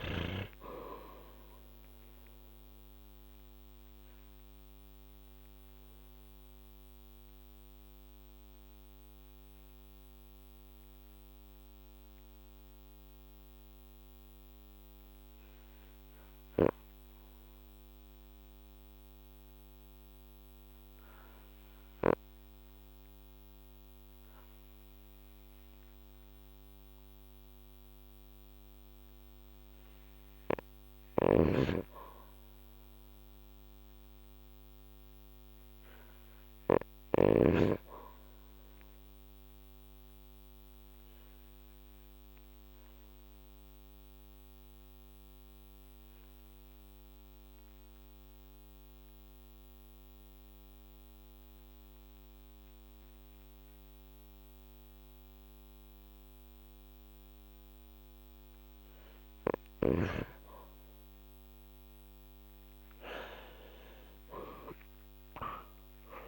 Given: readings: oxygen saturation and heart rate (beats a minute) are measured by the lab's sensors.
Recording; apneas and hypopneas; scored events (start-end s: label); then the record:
breathing in sleep by a microphone on the trachea; 2
2.50-13.50 s: oxygen desaturation (device-marked, oxygen 99% before, 95% lowest, heart rate 50 before, 48 extreme)
4.00-29.50 s: obstructive apnea (oxygen 99% before, 92% lowest, heart rate 50 before, 48 extreme, up 2 after)
16.00-22.00 s: snoring (device-marked)
31.00-37.00 s: snoring (device-marked)
32.50-36.00 s: arousal
39.00-58.50 s: obstructive apnea (oxygen 96% before, 91% lowest, heart rate 50 before, 43 extreme, up 11 after)
60.50-65.50 s: arousal
From the record:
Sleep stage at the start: N2 (light sleep); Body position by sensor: on the back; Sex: male